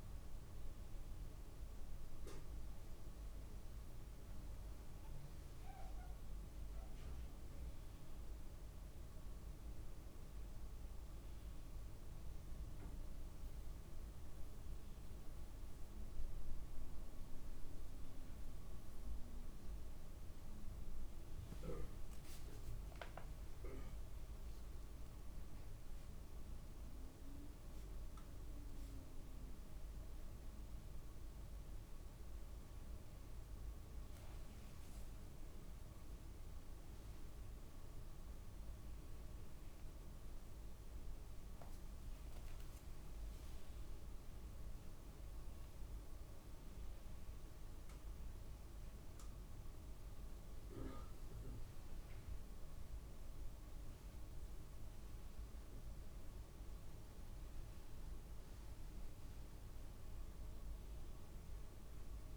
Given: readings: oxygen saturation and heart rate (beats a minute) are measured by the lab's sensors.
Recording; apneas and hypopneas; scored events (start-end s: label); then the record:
breathing in sleep, hard to hear, by a room microphone; none
36.50-41.50 s: arousal
From the record:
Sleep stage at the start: N2 (light sleep); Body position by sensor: on the back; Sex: male